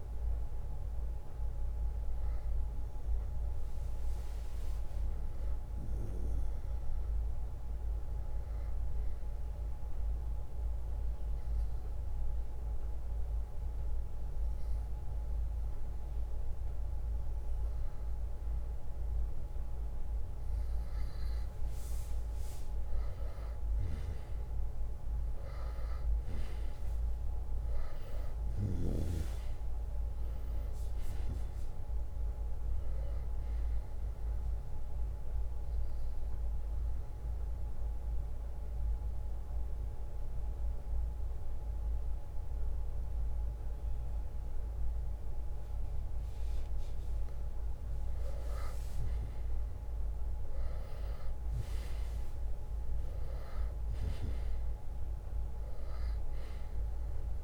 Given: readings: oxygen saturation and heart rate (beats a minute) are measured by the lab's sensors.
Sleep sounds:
a person partly awake in a sleep study, hard to hear, by a room microphone; 2
2.50-32.50 s: new sleep stage, N1 (lightest sleep)
9.00-21.00 s: obstructive apnea (oxygen 98% before, 93% lowest, heart rate 69 before, 61 extreme, up 5 after)
24.00-28.50 s: arousal
26.50-48.50 s: oxygen desaturation (device-marked, oxygen 96% before, 93% lowest, heart rate 65 before, 59 extreme)
32.50-57.44 s: new sleep stage, N2 (light sleep)
35.00-47.50 s: obstructive apnea (oxygen 97% before, 91% lowest, heart rate 67 before, 59 extreme, up 3 after)
49.50-54.00 s: arousal
From the record:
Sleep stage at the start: awake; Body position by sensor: on the right side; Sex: male

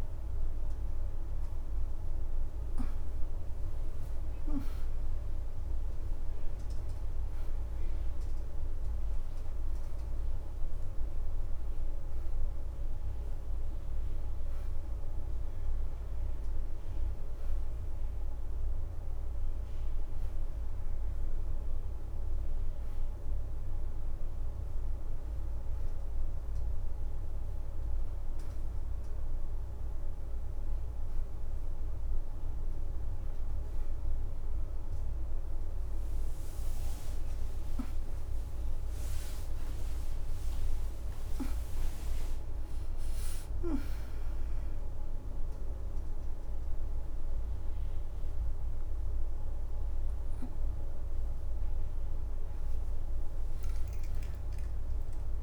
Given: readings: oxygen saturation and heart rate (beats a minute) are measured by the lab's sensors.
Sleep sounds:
breathing in sleep, hard to hear, by a room microphone; none
36.00-37.50 s: leg movement (device-marked)
38.00-42.50 s: arousal
38.00-43.50 s: leg movement (device-marked)
From the record:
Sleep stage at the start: N1 (lightest sleep); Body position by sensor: on the right side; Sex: female

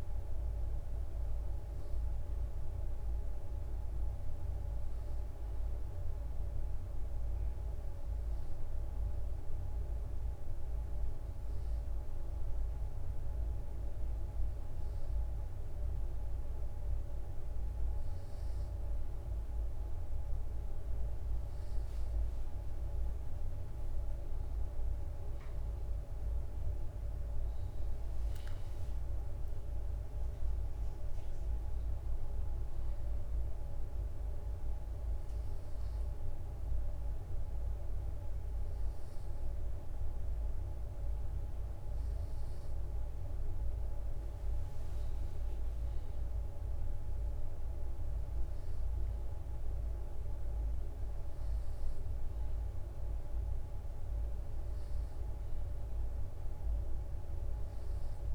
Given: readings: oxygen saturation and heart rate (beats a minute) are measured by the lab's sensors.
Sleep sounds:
breathing in sleep, hard to hear, by a room microphone; none
0.00-24.50 s: bradycardia (device-marked, heart rate 48 extreme)
26.50-36.50 s: drop in pulse transit time (device-marked, heart rate 55 before, 53 extreme)
30.50-58.34 s: bradycardia (device-marked, heart rate 59 before, 47 extreme)
From the record:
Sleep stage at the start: N2 (light sleep); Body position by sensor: on the left side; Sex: male

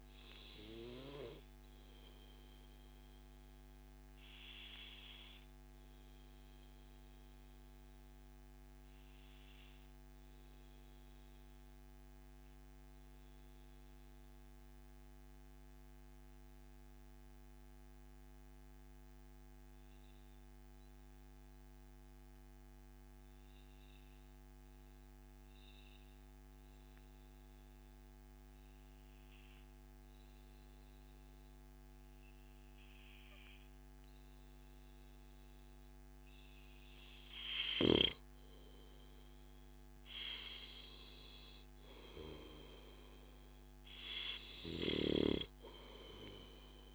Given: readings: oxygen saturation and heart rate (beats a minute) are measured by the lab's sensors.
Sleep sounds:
breathing in sleep by a microphone on the trachea; 1
0.00-4.50 s: oxygen desaturation (device-marked, oxygen 92% lowest, heart rate 97 extreme)
2.00-37.00 s: obstructive apnea (oxygen 97% before, 92% lowest, heart rate 102 before, 97 extreme, up 9 after)
17.50-19.50 s: long interval between heartbeats (device-marked, heart rate 103 before, 102 extreme)
30.00-32.00 s: long interval between heartbeats (device-marked, heart rate 102 before, 101 extreme)
36.50-46.95 s: oxygen desaturation (device-marked, oxygen 97% before, 93% lowest, heart rate 101 before, 79 extreme)
38.50-43.00 s: arousal
From the record:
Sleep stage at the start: N2 (light sleep); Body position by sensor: on the back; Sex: male

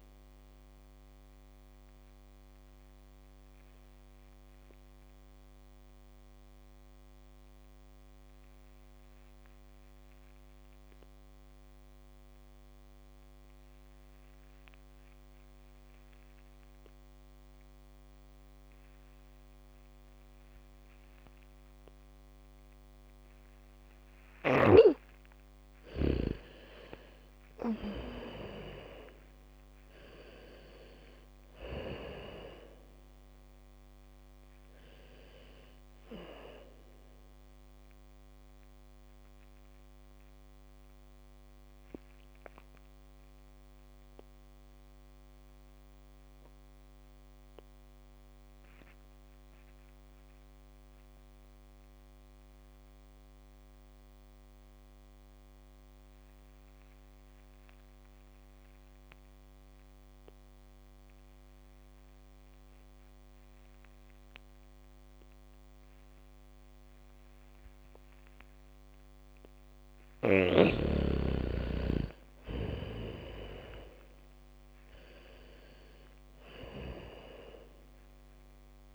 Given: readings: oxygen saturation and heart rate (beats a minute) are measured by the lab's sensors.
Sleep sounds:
breathing in sleep by a microphone on the trachea; 2
0.00-11.00 s: oxygen desaturation (device-marked, oxygen 81% lowest, heart rate 56 extreme)
1.00-24.00 s: obstructive apnea (oxygen 100% before, 78% lowest, heart rate 67 before, 56 extreme, up 6 after)
21.00-26.00 s: bradycardia (device-marked, heart rate 68 before, 58 extreme)
21.00-52.00 s: oxygen desaturation (device-marked, oxygen 99% before, 78% lowest, heart rate 74 before, 54 extreme)
26.00-30.50 s: arousal
38.50-69.50 s: mixed apnea (oxygen 99% before, 76% lowest, heart rate 67 before, 54 extreme, up 19 after)
59.00-78.95 s: oxygen desaturation (device-marked, oxygen 100% before, 77% lowest, heart rate 75 before, 52 extreme)
64.00-71.00 s: bradycardia (device-marked, heart rate 69 before, 55 extreme)
71.50-76.00 s: arousal
From the record:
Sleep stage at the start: N2 (light sleep); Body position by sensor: on the back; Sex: female

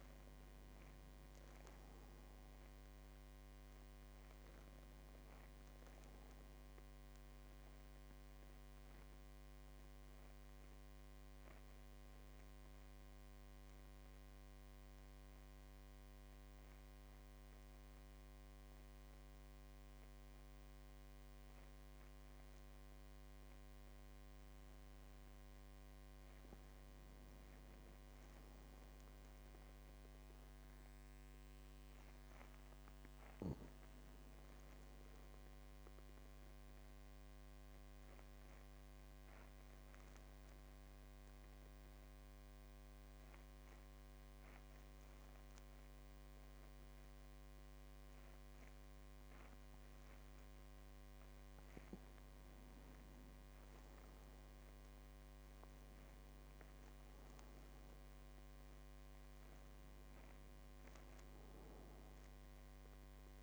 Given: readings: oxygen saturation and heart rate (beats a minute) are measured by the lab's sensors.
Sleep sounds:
breathing in sleep, hard to hear, by a microphone on the trachea; 2
0.00-17.00 s: oxygen desaturation (device-marked, oxygen 91% lowest, heart rate 46 extreme)
8.50-26.50 s: obstructive apnea (oxygen 99% before, 91% lowest, heart rate 54 before, 46 extreme, up 5 after)
27.50-31.00 s: arousal
31.00-47.00 s: oxygen desaturation (device-marked, oxygen 99% before, 95% lowest, heart rate 49 before, 47 extreme)
37.50-51.00 s: obstructive apnea (oxygen 99% before, 91% lowest, heart rate 50 before, 47 extreme, up 11 after)
53.00-56.50 s: arousal
57.00-63.42 s: oxygen desaturation (device-marked, oxygen 97% before, 93% lowest, heart rate 50 before, 45 extreme)
From the record:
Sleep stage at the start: N2 (light sleep); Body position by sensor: on the back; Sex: male

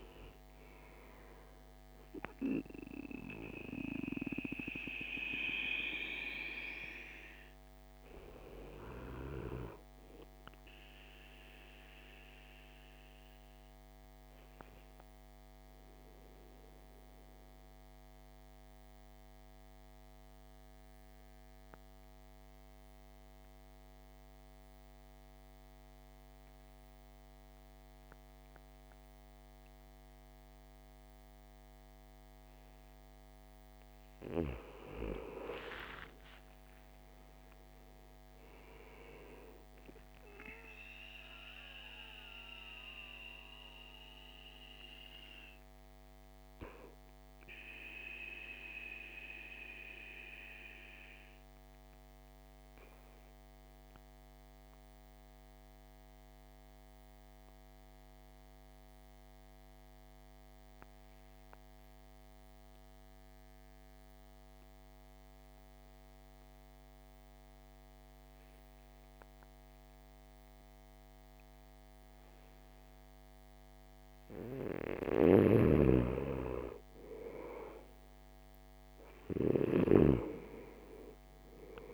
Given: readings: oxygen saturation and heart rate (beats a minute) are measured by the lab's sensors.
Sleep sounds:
breathing in sleep by a microphone on the trachea; 2
5.50-26.50 s: oxygen desaturation (device-marked, oxygen 97% before, 85% lowest, heart rate 59 before, 52 extreme)
12.00-34.00 s: obstructive apnea (oxygen 98% before, 85% lowest, heart rate 61 before, 52 extreme, up 14 after)
36.50-40.50 s: arousal
38.50-64.50 s: oxygen desaturation (device-marked, oxygen 99% before, 88% lowest, heart rate 57 before, 52 extreme)
48.00-75.00 s: obstructive apnea (oxygen 99% before, 85% lowest, heart rate 61 before, 52 extreme, up 10 after)
71.50-81.93 s: oxygen desaturation (device-marked, oxygen 99% before, 85% lowest, heart rate 54 before, 54 extreme)
77.00-80.50 s: arousal
From the record:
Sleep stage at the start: N2 (light sleep); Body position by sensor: on the back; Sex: male

